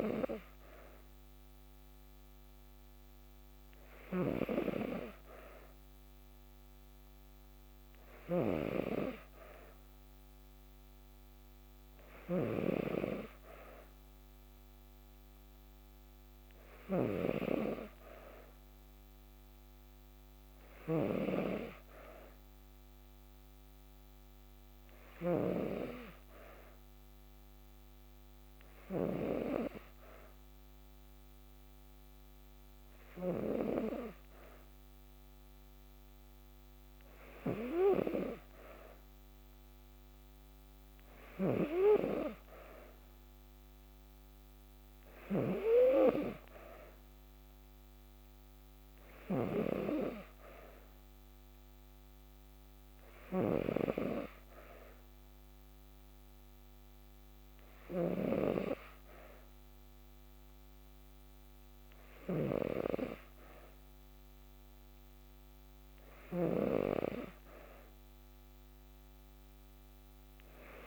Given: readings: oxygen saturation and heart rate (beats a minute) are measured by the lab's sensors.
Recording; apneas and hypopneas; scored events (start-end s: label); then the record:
breathing in sleep by a microphone on the trachea; none
7.50-25.00 s: snoring (device-marked)
40.50-70.87 s: snoring (device-marked)
From the record:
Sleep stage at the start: N2 (light sleep); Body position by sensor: on the back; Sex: female